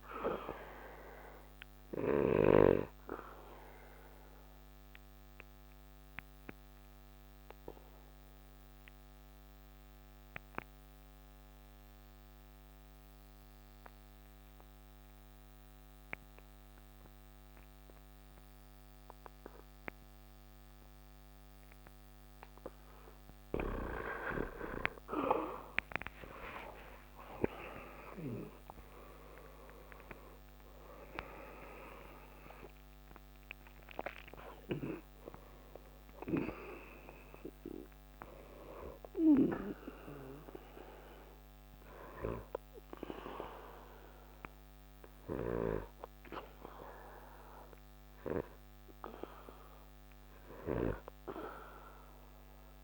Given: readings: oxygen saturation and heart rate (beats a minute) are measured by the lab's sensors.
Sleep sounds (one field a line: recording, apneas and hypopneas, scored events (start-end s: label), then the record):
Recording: breathing in sleep by a microphone on the trachea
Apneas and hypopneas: 1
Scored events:
0.00-10.00 s: oxygen desaturation (device-marked, oxygen 90% lowest, heart rate 89 extreme)
2.00-21.50 s: obstructive apnea (oxygen 96% before, 87% lowest)
22.00-52.84 s: oxygen desaturation (device-marked, oxygen 96% before, 87% lowest)
26.50-30.50 s: arousal
From the record:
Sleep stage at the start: N2 (light sleep)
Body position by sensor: on the right side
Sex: male